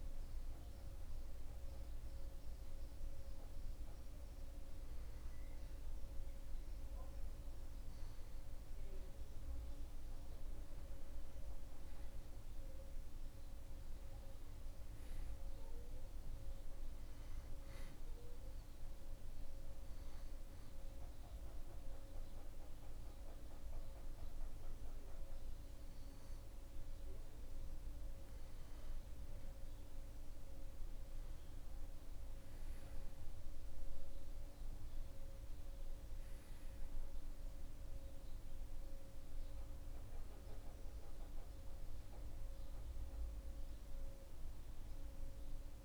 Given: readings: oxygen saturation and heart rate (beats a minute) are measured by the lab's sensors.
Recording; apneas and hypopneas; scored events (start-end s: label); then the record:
breathing in sleep, hard to hear, by a room microphone; 1
11.00-14.50 s: arousal
18.00-29.00 s: obstructive apnea (oxygen 95% before, 92% lowest)
30.00-34.00 s: arousal
From the record:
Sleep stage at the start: N2 (light sleep); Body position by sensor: on the back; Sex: male